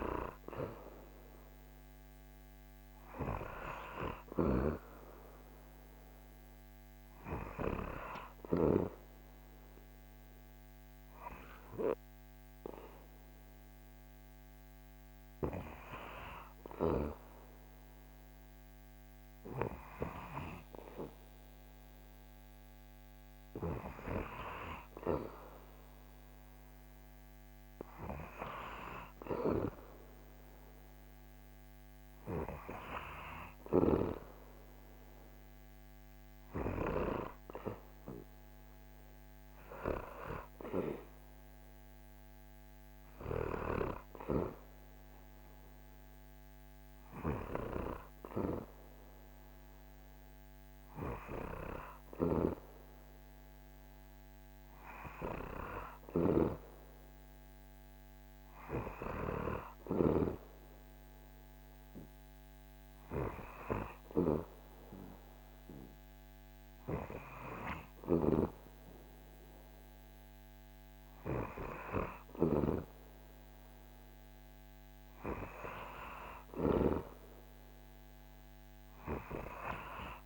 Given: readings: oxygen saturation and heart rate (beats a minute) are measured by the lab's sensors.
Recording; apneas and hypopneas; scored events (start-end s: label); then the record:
breathing in sleep by a microphone on the trachea; none
none scored
From the record:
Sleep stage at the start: N2 (light sleep); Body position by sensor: on the back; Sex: male